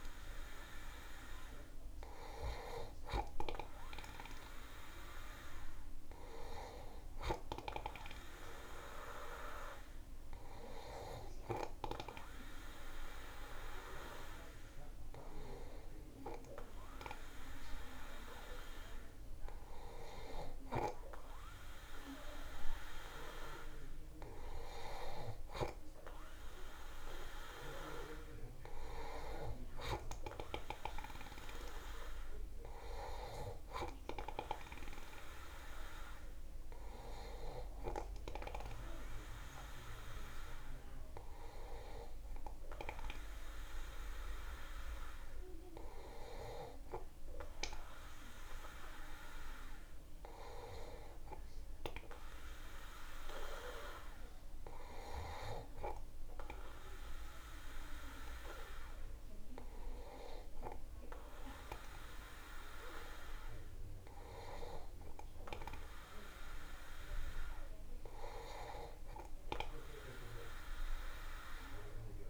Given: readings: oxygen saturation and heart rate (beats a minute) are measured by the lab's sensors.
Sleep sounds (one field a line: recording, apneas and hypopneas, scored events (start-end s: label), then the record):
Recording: breathing in sleep by a room microphone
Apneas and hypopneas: none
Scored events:
none scored
From the record:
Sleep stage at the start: N2 (light sleep)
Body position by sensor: on the back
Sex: male